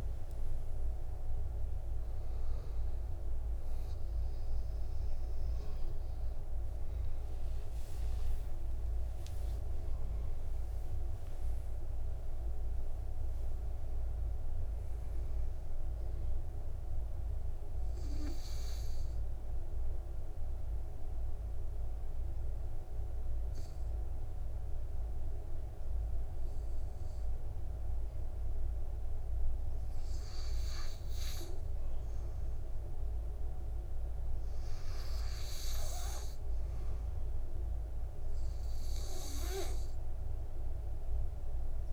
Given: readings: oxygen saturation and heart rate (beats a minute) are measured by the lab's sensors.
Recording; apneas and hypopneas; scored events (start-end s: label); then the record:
breathing in sleep, hard to hear, by a room microphone; 1
6.50-9.50 s: arousal
7.00-21.00 s: oxygen desaturation (device-marked, oxygen 95% before, 92% lowest, heart rate 57 before, 52 extreme)
18.00-30.50 s: obstructive apnea (oxygen 98% before, 93% lowest, heart rate 66 before, 52 extreme, up 2 after)
32.50-35.50 s: arousal
From the record:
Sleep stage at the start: N2 (light sleep); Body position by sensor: on the back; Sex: male